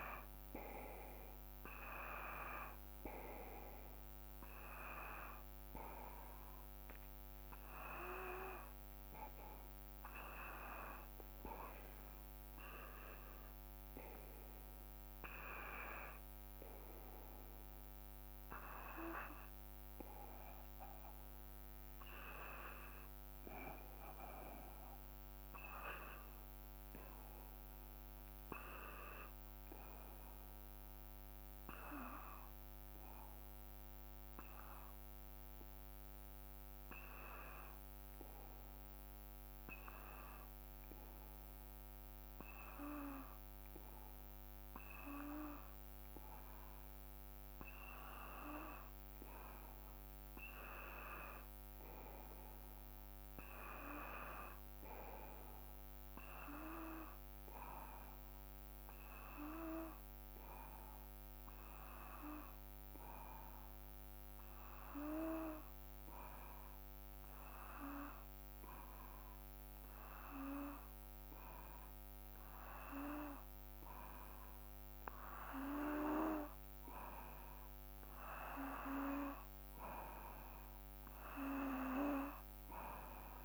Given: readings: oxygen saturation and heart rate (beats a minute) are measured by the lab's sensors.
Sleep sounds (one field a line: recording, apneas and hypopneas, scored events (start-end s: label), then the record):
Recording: breathing in sleep by a microphone on the trachea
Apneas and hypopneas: 2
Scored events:
24.00-28.00 s: arousal
32.50-47.50 s: hypopnea (oxygen 95% before, 92% lowest, heart rate 57 before, 56 extreme, up 2 after)
50.50-55.00 s: arousal
59.50-77.50 s: hypopnea (oxygen 95% before, 92% lowest, heart rate 58 before, 56 extreme, up 2 after)
79.50-83.00 s: arousal
From the record:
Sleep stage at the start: N2 (light sleep)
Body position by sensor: on the back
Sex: male